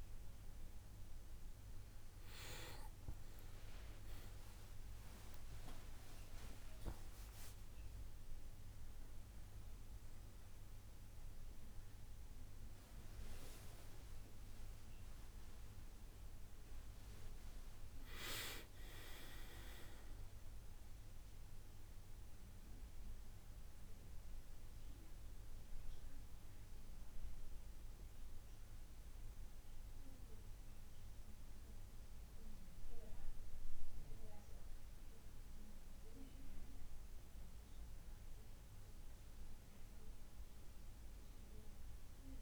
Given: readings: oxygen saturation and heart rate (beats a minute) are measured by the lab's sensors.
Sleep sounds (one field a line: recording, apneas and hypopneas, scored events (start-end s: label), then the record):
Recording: breathing in sleep by a room microphone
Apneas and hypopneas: none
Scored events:
3.00-8.00 s: arousal
From the record:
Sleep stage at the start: N1 (lightest sleep)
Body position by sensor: on the back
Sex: male